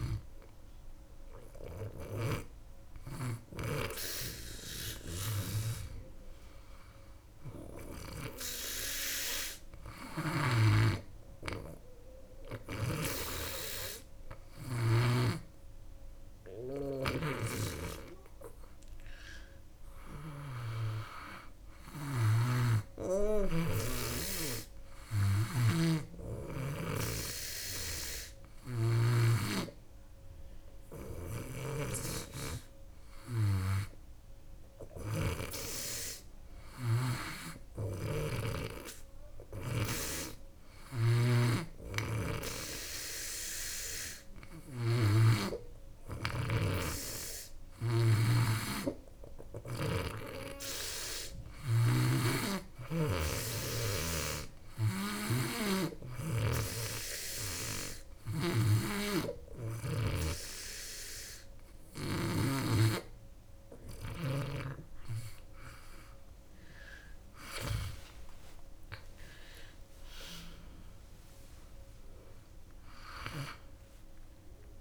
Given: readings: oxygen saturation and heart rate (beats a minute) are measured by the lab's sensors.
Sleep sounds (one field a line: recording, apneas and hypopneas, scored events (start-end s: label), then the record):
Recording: breathing in sleep by a room microphone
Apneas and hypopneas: none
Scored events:
0.00-5.50 s: snoring (device-marked)
10.00-14.50 s: snoring (device-marked)
16.50-28.50 s: snoring (device-marked)
30.50-51.50 s: snoring (device-marked)
58.50-62.00 s: snoring (device-marked)
67.00-70.50 s: arousal
From the record:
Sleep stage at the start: N2 (light sleep)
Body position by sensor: on the back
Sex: female